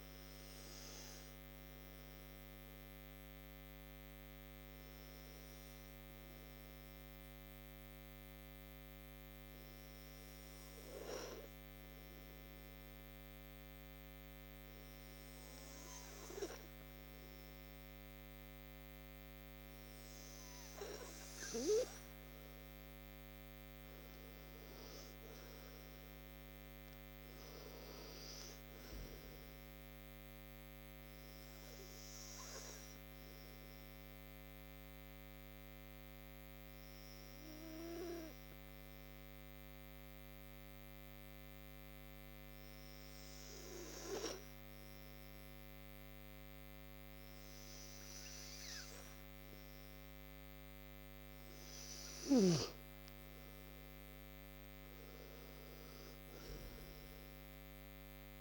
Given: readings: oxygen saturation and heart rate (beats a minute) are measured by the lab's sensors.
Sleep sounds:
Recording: breathing in sleep, hard to hear, by a microphone on the trachea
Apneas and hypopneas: 2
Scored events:
0.00-13.00 s: oxygen desaturation (device-marked, oxygen 92% lowest, heart rate 58 extreme)
0.50-23.00 s: obstructive apnea (oxygen 97% before, 90% lowest, heart rate 61 before, 56 extreme, up 15 after)
23.50-26.50 s: arousal
25.00-45.00 s: oxygen desaturation (device-marked, oxygen 96% before, 90% lowest, heart rate 63 before, 54 extreme)
29.50-50.00 s: obstructive apnea (oxygen 96% before, 90% lowest, heart rate 65 before, 54 extreme, up 15 after)
52.50-56.00 s: arousal
56.00-58.41 s: oxygen desaturation (device-marked, oxygen 96% before, 92% lowest, heart rate 59 before, 54 extreme)
From the record:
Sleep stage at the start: N2 (light sleep)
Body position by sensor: on the right side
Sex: male

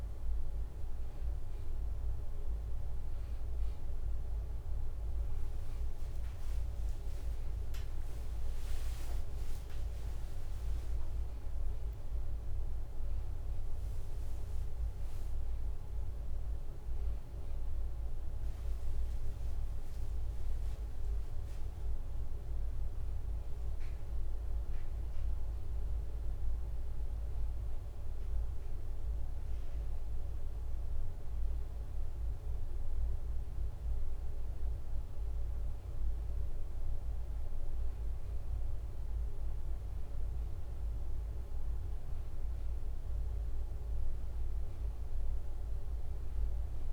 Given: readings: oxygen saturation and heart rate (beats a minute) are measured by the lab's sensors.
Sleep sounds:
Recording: a person awake in a sleep study, hard to hear, by a room microphone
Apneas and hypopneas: none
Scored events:
9.50-11.50 s: long interval between heartbeats (device-marked, heart rate 55 before, 25 extreme)
30.00-46.93 s: new sleep stage, N1 (lightest sleep)
From the record:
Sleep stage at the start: awake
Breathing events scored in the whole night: 252 in 4.2 hours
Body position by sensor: on the back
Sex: male

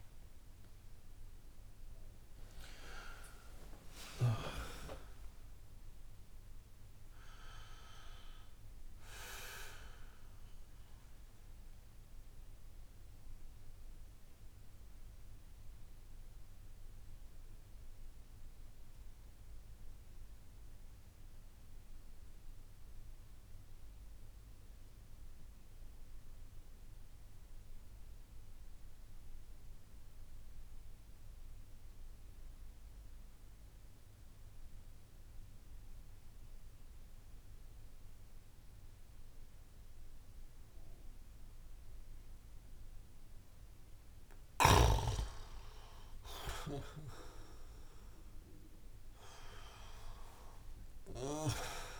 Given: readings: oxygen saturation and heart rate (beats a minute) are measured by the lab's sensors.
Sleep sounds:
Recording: breathing in sleep by a room microphone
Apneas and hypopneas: 1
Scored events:
0.00-11.00 s: oxygen desaturation (device-marked, oxygen 93% lowest)
3.50-7.50 s: arousal
11.00-45.00 s: mixed apnea (oxygen 97% before, 90% lowest)
41.00-52.00 s: oxygen desaturation (device-marked, oxygen 97% before, 90% lowest)
From the record:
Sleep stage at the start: N2 (light sleep)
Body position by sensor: on the back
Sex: male

